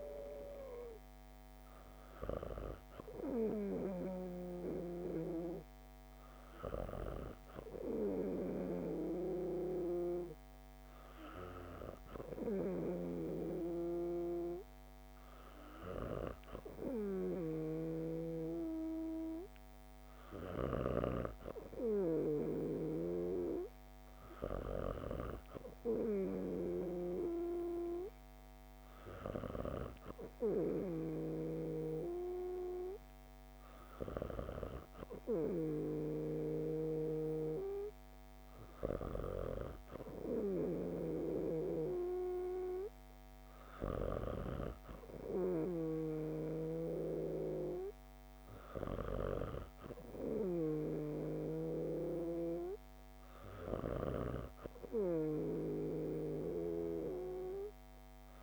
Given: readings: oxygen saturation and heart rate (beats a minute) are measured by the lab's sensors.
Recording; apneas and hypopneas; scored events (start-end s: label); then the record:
breathing in sleep by a microphone on the trachea; none
12.50-20.50 s: snoring (device-marked)
30.50-41.50 s: snoring (device-marked)
46.00-58.43 s: snoring (device-marked)
From the record:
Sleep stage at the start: N2 (light sleep); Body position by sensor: on the back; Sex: female